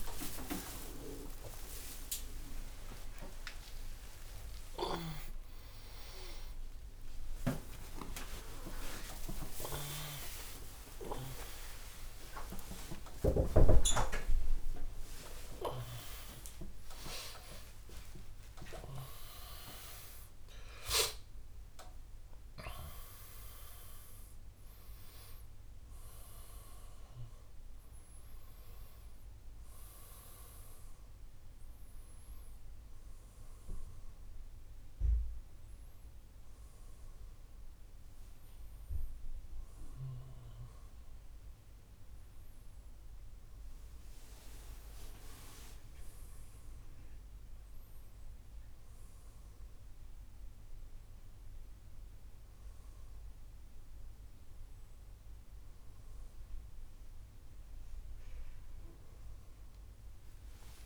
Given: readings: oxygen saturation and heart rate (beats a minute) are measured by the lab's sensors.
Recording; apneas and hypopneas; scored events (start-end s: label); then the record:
a person partly awake in a sleep study, by a room microphone; none
0.00-10.00 s: oxygen desaturation (device-marked, oxygen 92% lowest, heart rate 29 extreme)
21.00-60.86 s: new sleep stage, N1 (lightest sleep)
From the record:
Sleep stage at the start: awake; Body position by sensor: on the back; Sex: male